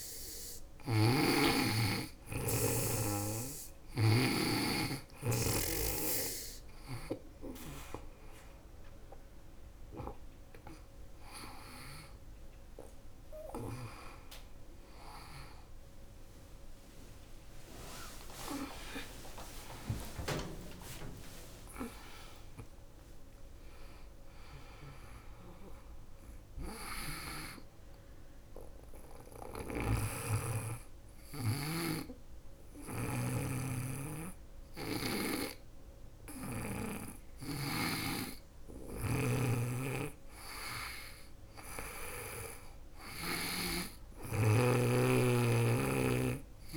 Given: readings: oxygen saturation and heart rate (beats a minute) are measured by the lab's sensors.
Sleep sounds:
breathing in sleep by a room microphone; 1
0.00-3.50 s: snoring (device-marked)
14.50-20.00 s: arousal
15.00-24.00 s: tachycardia (device-marked, heart rate 81 before, 120 extreme)
18.50-20.50 s: long interval between heartbeats (device-marked, heart rate 83 before, 110 extreme)
26.50-37.50 s: hypopnea (oxygen 96% before, 96% lowest, heart rate 98 before, 68 extreme, up 9 after)
28.50-36.00 s: snoring (device-marked)
38.00-42.50 s: snoring (device-marked)
39.50-43.00 s: arousal
From the record:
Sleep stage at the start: N2 (light sleep); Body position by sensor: on the back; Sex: female

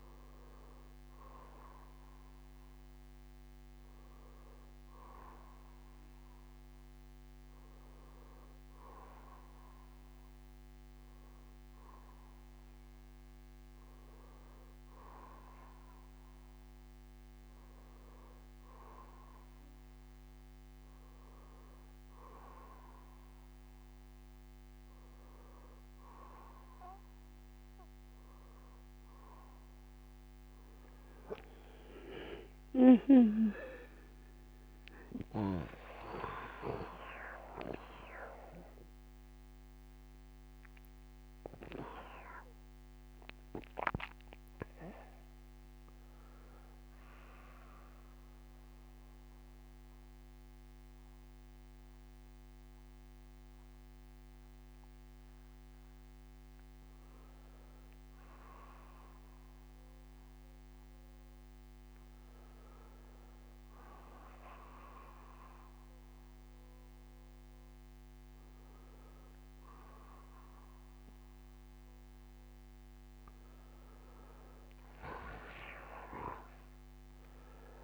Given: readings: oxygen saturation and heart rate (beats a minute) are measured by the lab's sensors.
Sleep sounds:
a person awake in a sleep study, by a microphone on the trachea; none
13.50-17.50 s: bradycardia (device-marked, heart rate 74 before, 50 extreme)
16.50-77.84 s: new sleep stage, awake
45.50-47.50 s: bradycardia (device-marked, heart rate 74 before, 77 extreme)
56.50-58.50 s: bradycardia (device-marked, heart rate 74 before, 63 extreme)
68.50-77.84 s: oxygen desaturation (device-marked, oxygen 96% before, 93% lowest, heart rate 63 before, 63 extreme)
From the record:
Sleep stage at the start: N2 (light sleep); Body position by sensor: on the back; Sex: male

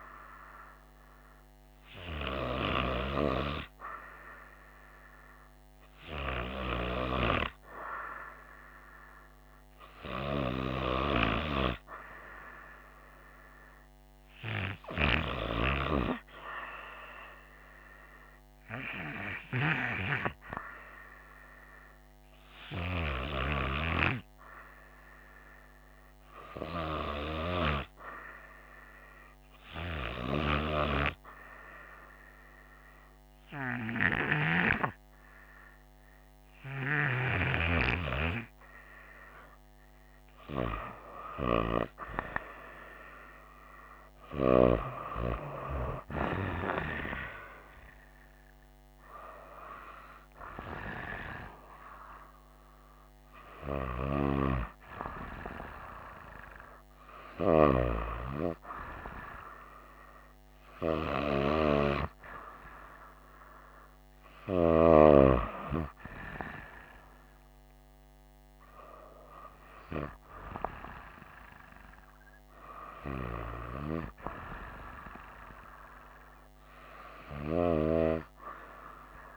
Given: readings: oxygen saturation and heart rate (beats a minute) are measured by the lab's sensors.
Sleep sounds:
breathing in sleep by a microphone on the trachea; 1
18.50-38.00 s: hypopnea (oxygen 96% before, 92% lowest, heart rate 65 before, 63 extreme, up 4 after)
41.50-45.00 s: arousal
From the record:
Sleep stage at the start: N2 (light sleep); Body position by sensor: on the right side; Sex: female

